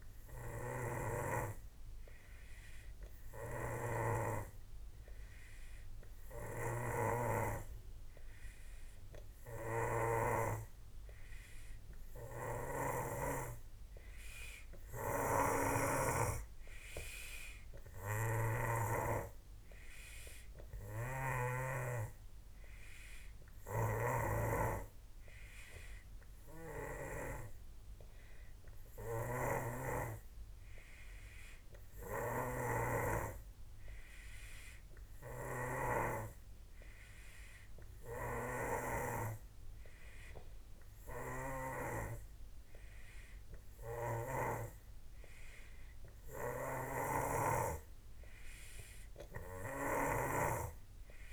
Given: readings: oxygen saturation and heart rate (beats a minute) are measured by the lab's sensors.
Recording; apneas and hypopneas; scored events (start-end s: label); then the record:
breathing in sleep by a room microphone; none
0.00-10.00 s: snoring (device-marked)
12.00-21.50 s: snoring (device-marked)
23.50-27.00 s: snoring (device-marked)
29.00-36.00 s: snoring (device-marked)
38.00-44.50 s: snoring (device-marked)
46.50-51.33 s: snoring (device-marked)
From the record:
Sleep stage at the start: N2 (light sleep); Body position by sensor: on the back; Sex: male